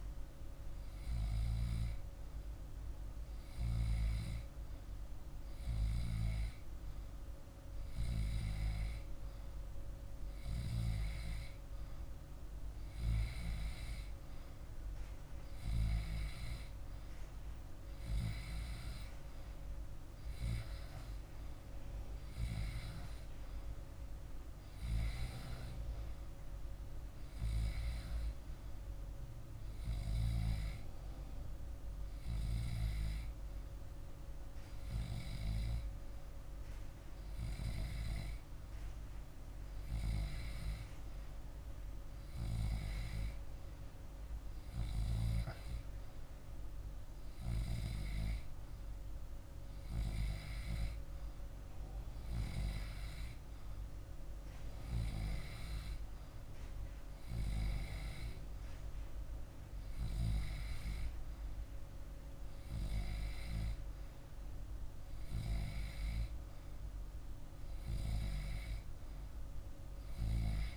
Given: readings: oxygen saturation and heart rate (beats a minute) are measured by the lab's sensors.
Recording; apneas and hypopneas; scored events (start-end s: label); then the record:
breathing in sleep by a room microphone; none
none scored
From the record:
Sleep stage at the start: N2 (light sleep); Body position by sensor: on the back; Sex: male